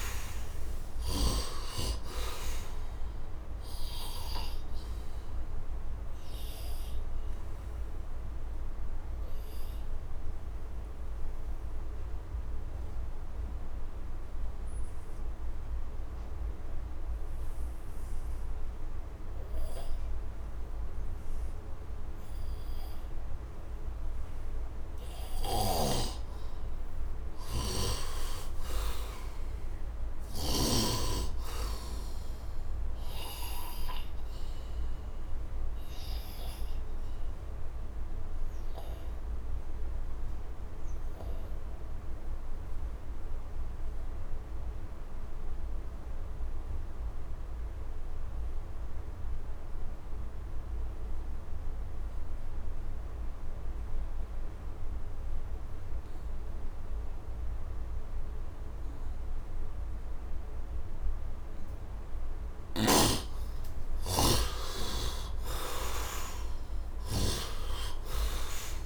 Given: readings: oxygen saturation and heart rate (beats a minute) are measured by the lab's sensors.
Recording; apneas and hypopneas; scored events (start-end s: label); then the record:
breathing in sleep by a room microphone; 2
0.00-1.00 s: snoring (device-marked)
0.00-1.50 s: arousal
0.00-19.50 s: oxygen desaturation (device-marked, oxygen 74% lowest)
6.50-23.50 s: obstructive apnea (oxygen 100% before, 72% lowest)
24.50-46.50 s: oxygen desaturation (device-marked, oxygen 99% before, 81% lowest)
25.00-30.00 s: snoring (device-marked)
27.00-31.00 s: arousal
38.50-62.00 s: obstructive apnea (oxygen 99% before, 68% lowest)
49.50-55.50 s: bradycardia (device-marked, heart rate 55 before, 32 extreme)
59.50-68.86 s: oxygen desaturation (device-marked, oxygen 98% before, 70% lowest)
62.00-67.00 s: snoring (device-marked)
65.50-68.86 s: arousal
66.50-68.86 s: bradycardia (device-marked, heart rate 54 before, 31 extreme)
From the record:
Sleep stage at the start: N2 (light sleep); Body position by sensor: on the right side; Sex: male